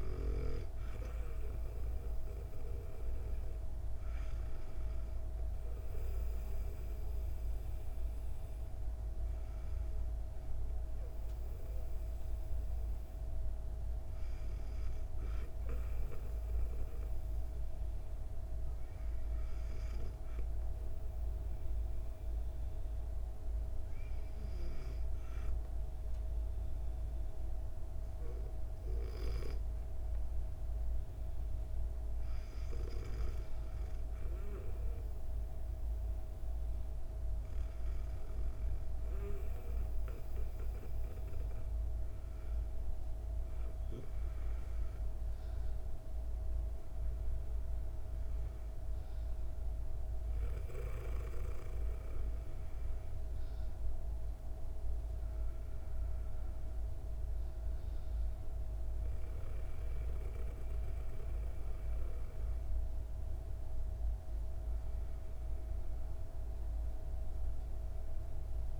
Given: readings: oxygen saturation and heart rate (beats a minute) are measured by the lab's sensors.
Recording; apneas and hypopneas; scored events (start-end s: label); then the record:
breathing in sleep, hard to hear, by a room microphone; 1
19.00-31.50 s: hypopnea (oxygen 96% before, 96% lowest, heart rate 66 before, 30 extreme)
42.50-47.50 s: arousal
From the record:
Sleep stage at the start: N2 (light sleep); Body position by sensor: on the back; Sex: female